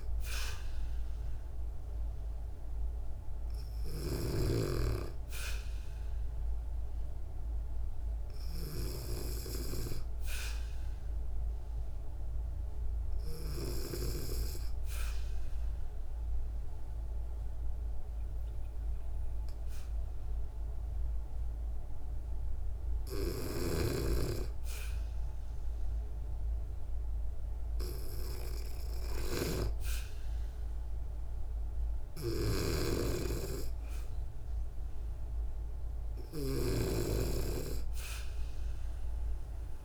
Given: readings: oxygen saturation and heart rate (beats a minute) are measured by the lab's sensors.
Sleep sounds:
breathing in sleep by a room microphone; 1
0.00-4.00 s: snoring (device-marked)
11.00-23.00 s: hypopnea (oxygen 96% before, 93% lowest, heart rate 64 before, 63 extreme, up 2 after)
23.00-36.00 s: snoring (device-marked)
25.50-29.00 s: arousal
From the record:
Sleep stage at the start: N2 (light sleep); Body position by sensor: on the back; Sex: female

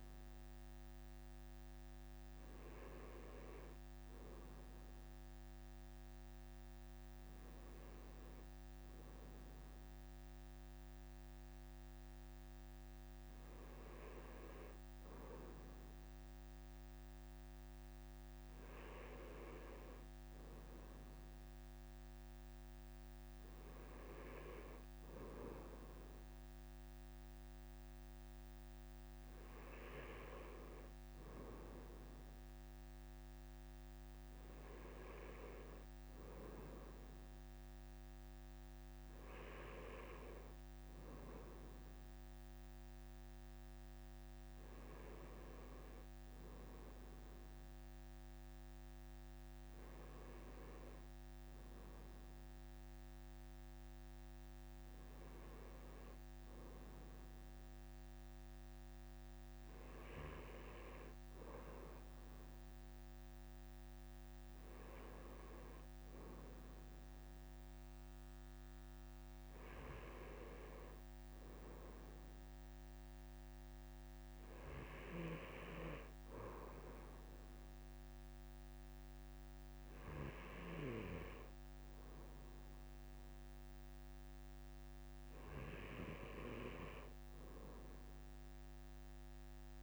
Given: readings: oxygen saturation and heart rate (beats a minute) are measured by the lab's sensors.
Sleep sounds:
breathing in sleep by a microphone on the trachea; none
none scored
From the record:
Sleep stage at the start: N2 (light sleep); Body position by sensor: on the right side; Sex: male

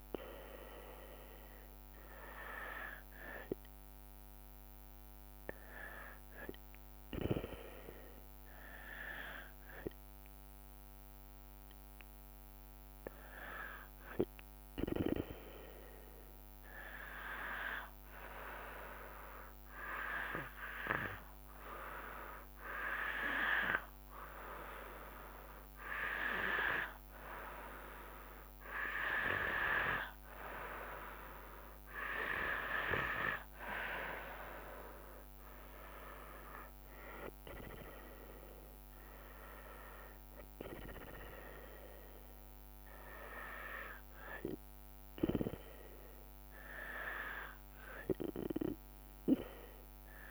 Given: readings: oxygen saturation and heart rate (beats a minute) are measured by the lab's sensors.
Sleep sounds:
breathing in sleep by a microphone on the trachea; 1
0.00-4.50 s: drop in pulse transit time (device-marked, heart rate 69 extreme)
16.50-26.50 s: hypopnea (oxygen 97% before, 94% lowest, heart rate 75 before, 56 extreme, up 3 after)
35.50-39.50 s: arousal
From the record:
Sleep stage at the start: N2 (light sleep); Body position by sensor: on the back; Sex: female

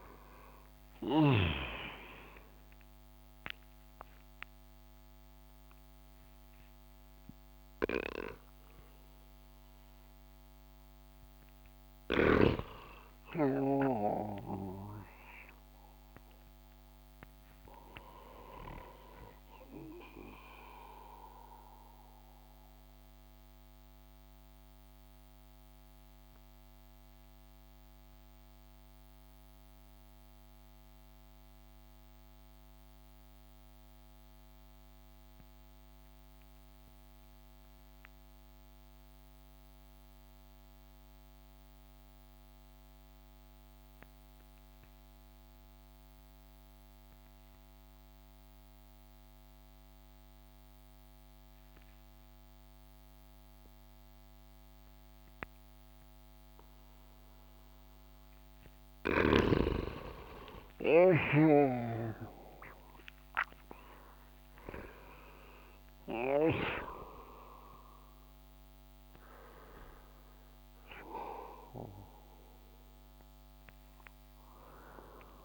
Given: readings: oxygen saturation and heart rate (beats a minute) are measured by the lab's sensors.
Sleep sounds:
breathing in sleep by a microphone on the trachea; 1
0.00-1.00 s: snoring (device-marked)
0.00-27.00 s: oxygen desaturation (device-marked, oxygen 90% lowest)
21.50-57.50 s: obstructive apnea (oxygen 95% before, 88% lowest)
46.00-75.45 s: oxygen desaturation (device-marked, oxygen 98% before, 88% lowest)
60.00-65.00 s: arousal
61.50-66.50 s: snoring (device-marked)
From the record:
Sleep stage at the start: N2 (light sleep); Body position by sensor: on the back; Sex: male

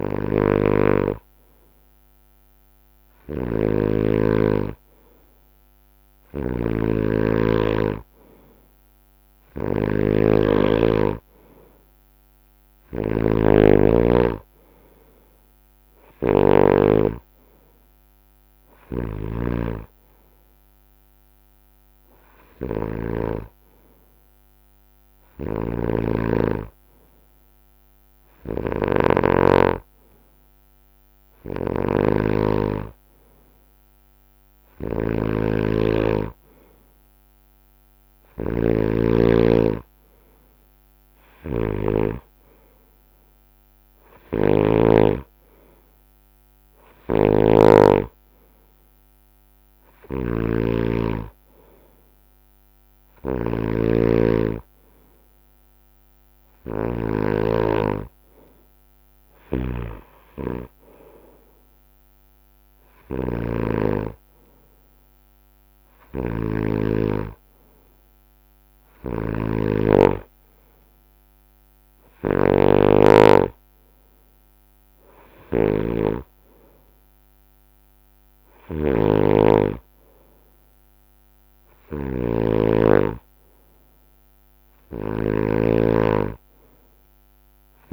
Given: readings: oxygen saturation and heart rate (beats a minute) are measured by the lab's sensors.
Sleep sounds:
breathing in sleep by a microphone on the trachea; none
3.50-13.50 s: snoring (device-marked)
22.00-24.00 s: long interval between heartbeats (device-marked, heart rate 69 before, 71 extreme)
25.50-53.50 s: snoring (device-marked)
45.50-49.50 s: bradycardia (device-marked, heart rate 67 before, 59 extreme)
58.50-66.50 s: drop in pulse transit time (device-marked, heart rate 65 before, 67 extreme)
75.00-87.93 s: snoring (device-marked)
From the record:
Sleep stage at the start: N2 (light sleep); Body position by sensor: on the right side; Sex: male

